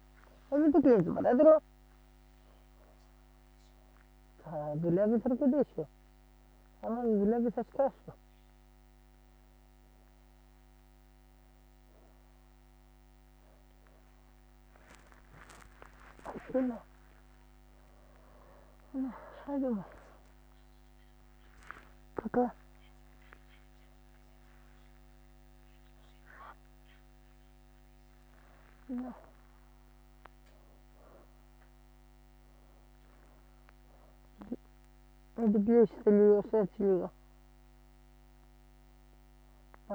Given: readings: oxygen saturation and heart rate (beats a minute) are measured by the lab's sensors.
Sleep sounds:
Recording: a person awake in a sleep study, by a microphone on the trachea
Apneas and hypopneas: none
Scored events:
0.00-3.50 s: leg movement (device-marked)
0.50-5.00 s: snoring (device-marked)
4.50-9.00 s: leg movement (device-marked)
10.50-11.50 s: leg movement (device-marked)
14.00-20.00 s: leg movement (device-marked)
28.00-30.50 s: leg movement (device-marked)
31.50-36.50 s: leg movement (device-marked)
36.50-39.95 s: snoring (device-marked)
37.00-39.95 s: leg movement (device-marked)
From the record:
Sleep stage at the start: awake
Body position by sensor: on the back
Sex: female

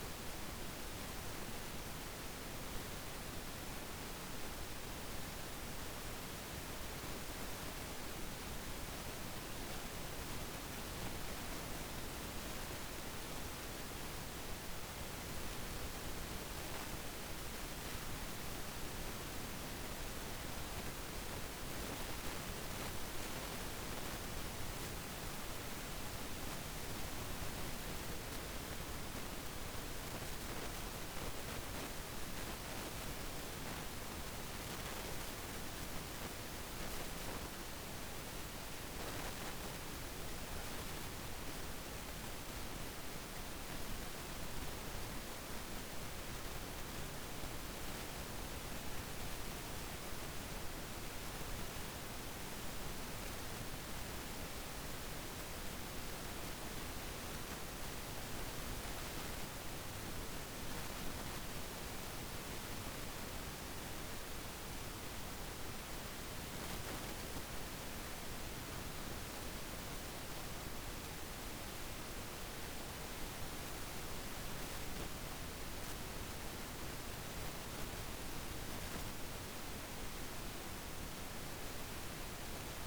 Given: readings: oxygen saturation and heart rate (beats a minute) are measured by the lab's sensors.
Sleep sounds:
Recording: breathing in sleep, hard to hear, by a microphone on the trachea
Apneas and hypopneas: none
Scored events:
0.00-7.50 s: arousal
From the record:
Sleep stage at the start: N2 (light sleep)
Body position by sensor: on the back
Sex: male

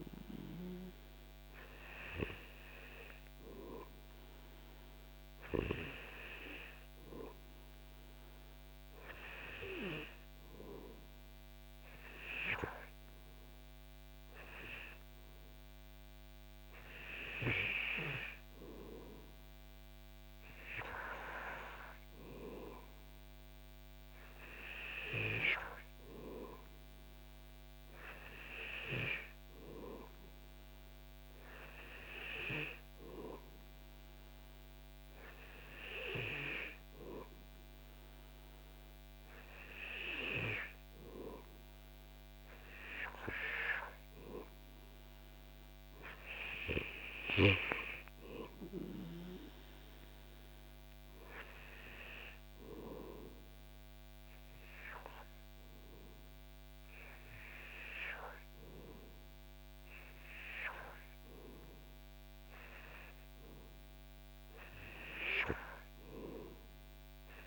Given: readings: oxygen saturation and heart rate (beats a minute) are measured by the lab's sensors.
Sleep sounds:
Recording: breathing in sleep by a microphone on the trachea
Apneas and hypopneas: none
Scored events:
none scored
From the record:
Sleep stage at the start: N2 (light sleep)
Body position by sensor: on the back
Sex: male

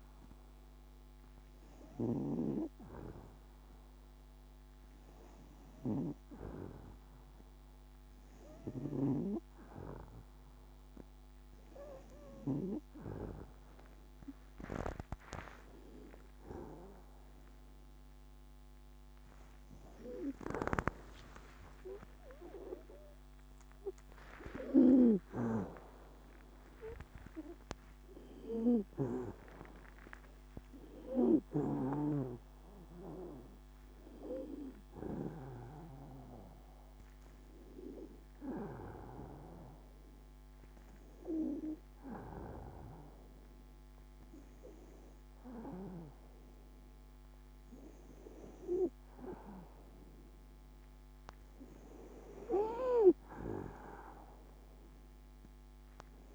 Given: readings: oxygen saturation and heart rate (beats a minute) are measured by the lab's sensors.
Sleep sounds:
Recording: breathing in sleep by a microphone on the trachea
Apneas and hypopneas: none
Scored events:
17.00-23.50 s: arousal
From the record:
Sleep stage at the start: N2 (light sleep)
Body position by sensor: on the back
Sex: female

